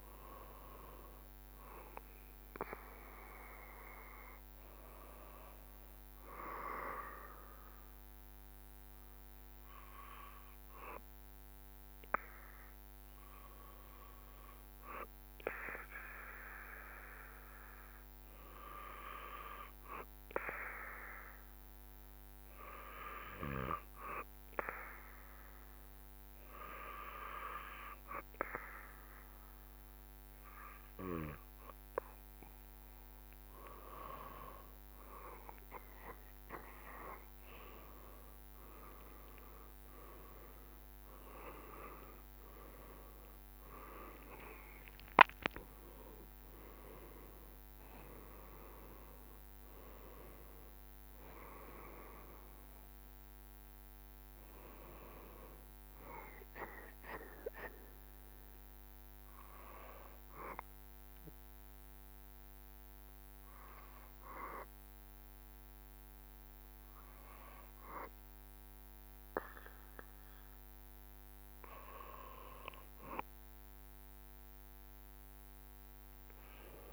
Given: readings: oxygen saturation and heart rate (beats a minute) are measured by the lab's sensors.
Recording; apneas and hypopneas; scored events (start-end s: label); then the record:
breathing in sleep by a microphone on the trachea; 2
8.50-33.00 s: hypopnea (oxygen 95% before, 93% lowest, heart rate 70 before, 70 extreme, up 5 after)
38.50-43.50 s: arousal
41.00-54.00 s: drop in pulse transit time (device-marked, heart rate 71 before, 77 extreme)
60.00-72.00 s: obstructive apnea (oxygen 95% before, 94% lowest, heart rate 83 before, 67 extreme, up 2 after)
From the record:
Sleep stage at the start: N2 (light sleep); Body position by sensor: on the back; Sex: male